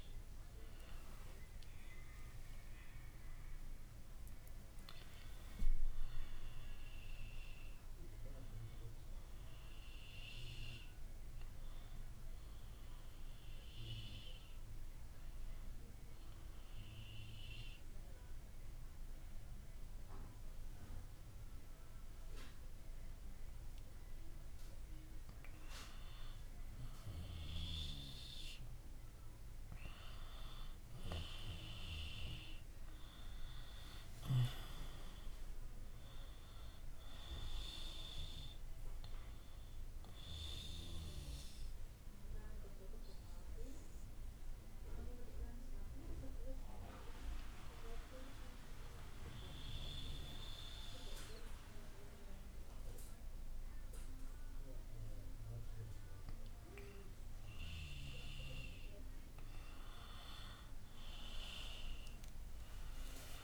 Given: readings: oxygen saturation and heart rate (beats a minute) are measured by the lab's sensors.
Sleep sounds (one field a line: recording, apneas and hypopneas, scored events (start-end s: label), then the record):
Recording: breathing in sleep by a room microphone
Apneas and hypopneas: 2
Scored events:
3.00-20.00 s: oxygen desaturation (device-marked, oxygen 92% before, 87% lowest)
15.00-25.50 s: obstructive apnea (oxygen 92% before, 88% lowest)
18.00-63.44 s: new sleep stage, N2 (light sleep)
28.00-32.50 s: arousal
39.00-55.00 s: oxygen desaturation (device-marked, oxygen 95% before, 88% lowest)
43.00-56.50 s: hypopnea (oxygen 96% before, 88% lowest)
61.00-63.44 s: arousal
From the record:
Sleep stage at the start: N1 (lightest sleep)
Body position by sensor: on the back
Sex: female